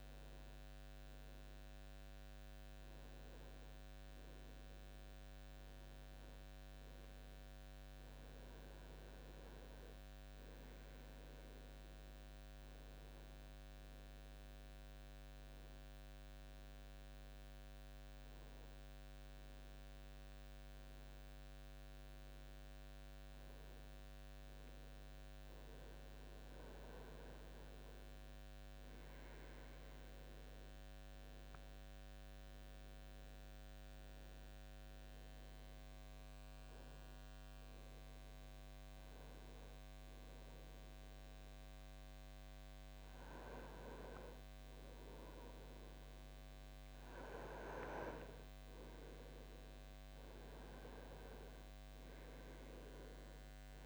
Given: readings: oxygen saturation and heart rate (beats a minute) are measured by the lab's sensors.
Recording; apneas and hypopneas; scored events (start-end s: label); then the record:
breathing in sleep, hard to hear, by a microphone on the trachea; 1
33.50-46.50 s: hypopnea (oxygen 98% before, 94% lowest, heart rate 83 before, 77 extreme, up 3 after)
48.50-52.00 s: arousal
From the record:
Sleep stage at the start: N2 (light sleep); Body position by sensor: on the right side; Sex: male